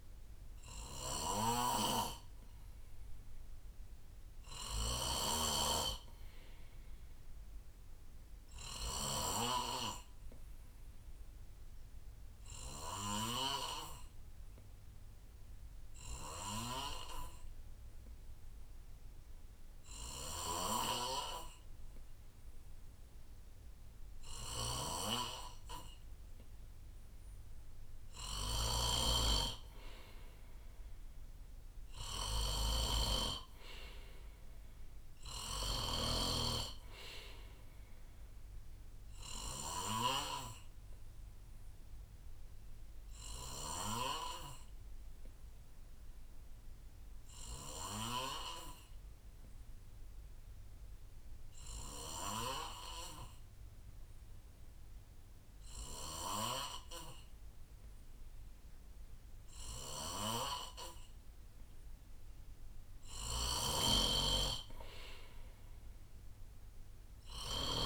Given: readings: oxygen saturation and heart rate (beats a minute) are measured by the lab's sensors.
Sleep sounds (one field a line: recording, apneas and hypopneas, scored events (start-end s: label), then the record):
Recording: breathing in sleep by a room microphone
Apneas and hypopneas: 2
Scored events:
0.00-9.00 s: snoring (device-marked)
0.50-5.00 s: arousal
10.00-27.00 s: obstructive apnea (oxygen 96% before, 90% lowest, heart rate 65 before, 64 extreme, up 3 after)
17.50-30.50 s: drop in pulse transit time (device-marked, heart rate 65 before, 64 extreme)
20.00-44.00 s: snoring (device-marked)
31.00-35.50 s: arousal
40.50-62.00 s: obstructive apnea (oxygen 94% before, 90% lowest, heart rate 66 before, 61 extreme, up 2 after)
63.00-67.86 s: snoring (device-marked)
64.50-67.86 s: arousal
64.50-67.86 s: oxygen desaturation (device-marked, oxygen 96% before, 90% lowest, heart rate 67 before, 61 extreme)
From the record:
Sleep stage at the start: N2 (light sleep)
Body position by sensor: on the right side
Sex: male